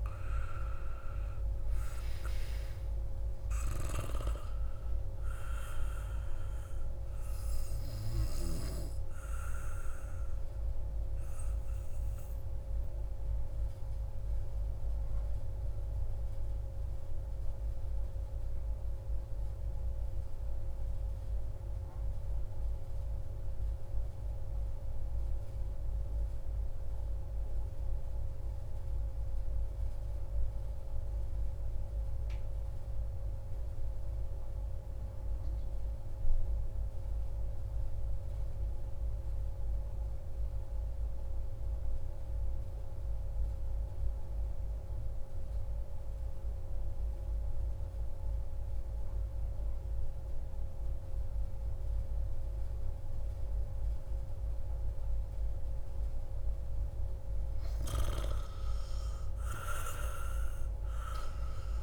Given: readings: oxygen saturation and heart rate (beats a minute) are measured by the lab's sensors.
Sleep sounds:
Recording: breathing in sleep by a room microphone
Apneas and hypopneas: 1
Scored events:
0.00-21.50 s: oxygen desaturation (device-marked, oxygen 93% lowest)
9.50-55.00 s: mixed apnea (oxygen 97% before, 89% lowest)
46.50-61.83 s: oxygen desaturation (device-marked, oxygen 96% before, 89% lowest)
57.00-61.83 s: arousal
From the record:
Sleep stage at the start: N2 (light sleep)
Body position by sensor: on the back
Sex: male

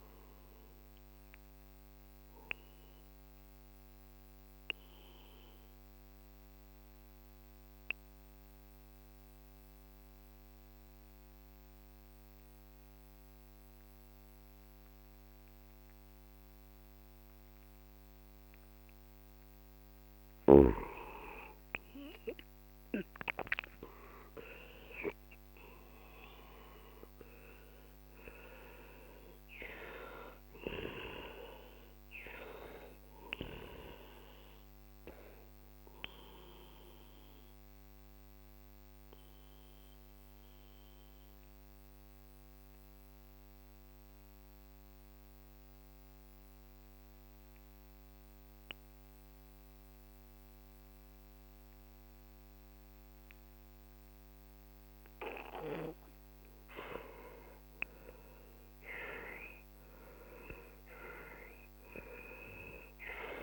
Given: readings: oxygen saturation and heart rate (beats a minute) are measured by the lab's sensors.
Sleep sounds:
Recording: breathing in sleep by a microphone on the trachea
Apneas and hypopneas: 2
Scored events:
0.00-13.50 s: oxygen desaturation (device-marked, oxygen 91% lowest, heart rate 43 extreme)
2.50-20.00 s: obstructive apnea (oxygen 97% before, 89% lowest, heart rate 54 before, 41 extreme, up 15 after)
21.50-25.00 s: arousal
25.50-36.50 s: oxygen desaturation (device-marked, oxygen 96% before, 90% lowest, heart rate 49 before, 41 extreme)
36.00-55.50 s: obstructive apnea (oxygen 96% before, 89% lowest, heart rate 55 before, 41 extreme, up 14 after)
56.50-61.00 s: arousal
From the record:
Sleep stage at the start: N2 (light sleep)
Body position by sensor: on the back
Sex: male

